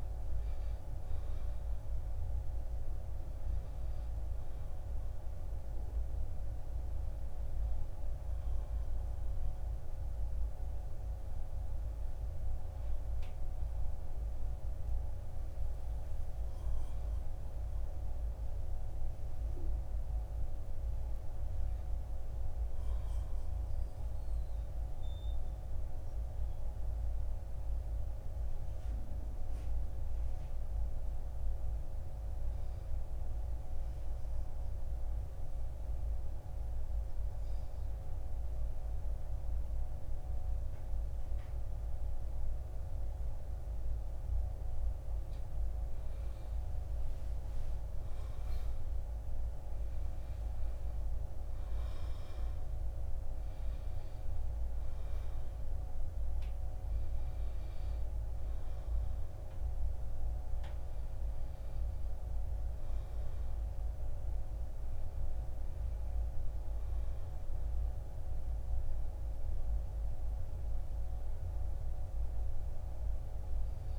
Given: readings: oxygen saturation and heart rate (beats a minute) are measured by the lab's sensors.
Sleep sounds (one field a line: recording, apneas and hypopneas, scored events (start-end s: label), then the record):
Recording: a person partly awake in a sleep study, hard to hear, by a room microphone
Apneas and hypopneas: 1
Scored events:
19.50-73.99 s: new sleep stage, N1 (lightest sleep)
35.00-46.00 s: obstructive apnea (oxygen 99% before, 92% lowest, heart rate 56 before, 52 extreme, up 11 after)
48.50-52.50 s: arousal
51.50-73.99 s: oxygen desaturation (device-marked, oxygen 97% before, 92% lowest, heart rate 54 before, 49 extreme)
From the record:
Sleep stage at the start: awake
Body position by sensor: on the back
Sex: male